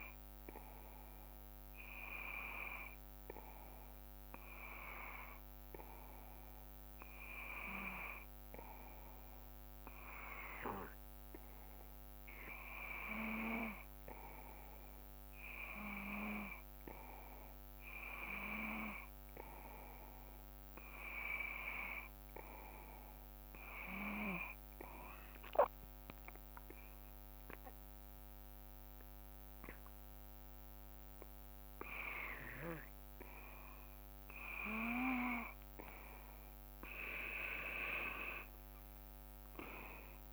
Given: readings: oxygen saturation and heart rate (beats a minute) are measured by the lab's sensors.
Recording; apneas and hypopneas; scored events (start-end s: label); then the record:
breathing in sleep by a microphone on the trachea; 1
19.50-32.50 s: hypopnea (oxygen 94% before, 90% lowest, heart rate 58 before, 57 extreme, up 1 after)
35.50-40.33 s: arousal
From the record:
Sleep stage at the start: N2 (light sleep); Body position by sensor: on the back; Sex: male